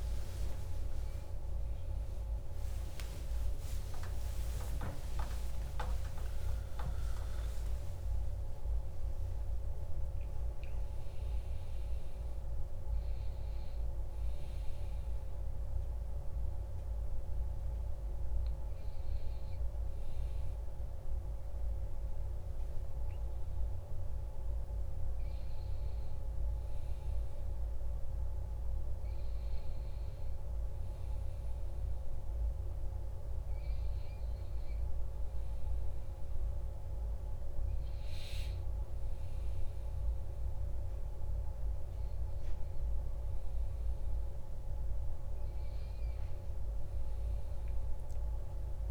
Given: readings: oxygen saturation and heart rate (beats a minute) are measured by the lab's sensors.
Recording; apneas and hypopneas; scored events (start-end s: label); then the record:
breathing in sleep, hard to hear, by a room microphone; none
3.00-8.50 s: arousal
From the record:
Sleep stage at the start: N1 (lightest sleep); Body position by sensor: on the back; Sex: male